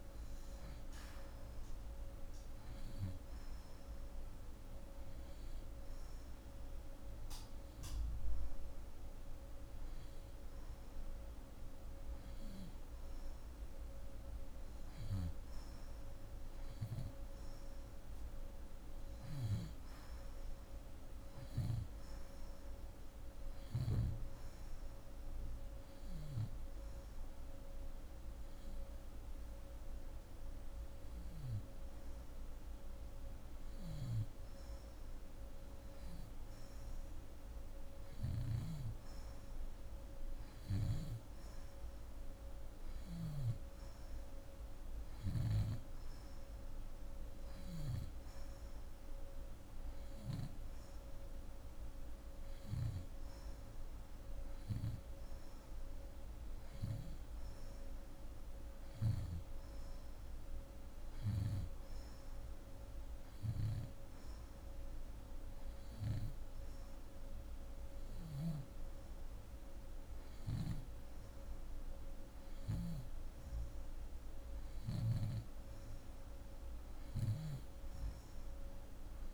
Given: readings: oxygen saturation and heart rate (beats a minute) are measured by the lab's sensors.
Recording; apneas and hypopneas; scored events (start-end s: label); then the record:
breathing in sleep, hard to hear, by a room microphone; 3
3.00-13.50 s: hypopnea (oxygen 88% before, 86% lowest)
15.50-19.00 s: arousal
23.50-34.50 s: hypopnea (oxygen 90% before, 86% lowest)
37.50-40.00 s: arousal
63.50-74.50 s: hypopnea (oxygen 89% before, 86% lowest)
76.50-79.34 s: arousal
From the record:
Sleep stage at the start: N2 (light sleep); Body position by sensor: on the back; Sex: female